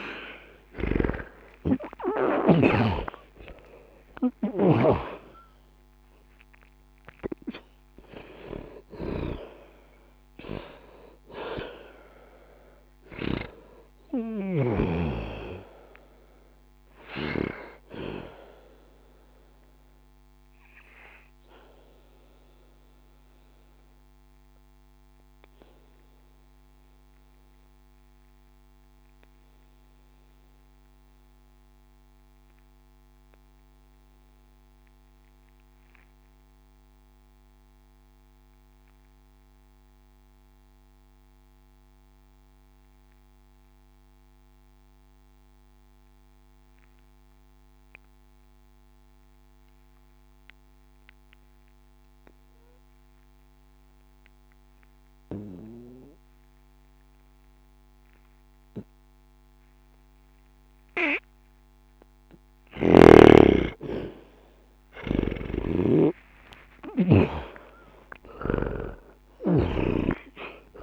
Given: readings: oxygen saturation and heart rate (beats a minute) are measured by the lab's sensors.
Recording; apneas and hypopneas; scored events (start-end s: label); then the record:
breathing in sleep by a microphone on the trachea; 1
0.00-2.50 s: snoring (device-marked)
0.00-41.00 s: oxygen desaturation (device-marked, oxygen 81% lowest, heart rate 60 extreme)
18.50-62.50 s: obstructive apnea (oxygen 98% before, 78% lowest, heart rate 67 before, 60 extreme, up 18 after)
53.00-70.83 s: oxygen desaturation (device-marked, oxygen 99% before, 78% lowest, heart rate 64 before, 60 extreme)
62.50-67.00 s: snoring (device-marked)
64.50-69.00 s: arousal
From the record:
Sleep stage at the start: N2 (light sleep); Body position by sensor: on the back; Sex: male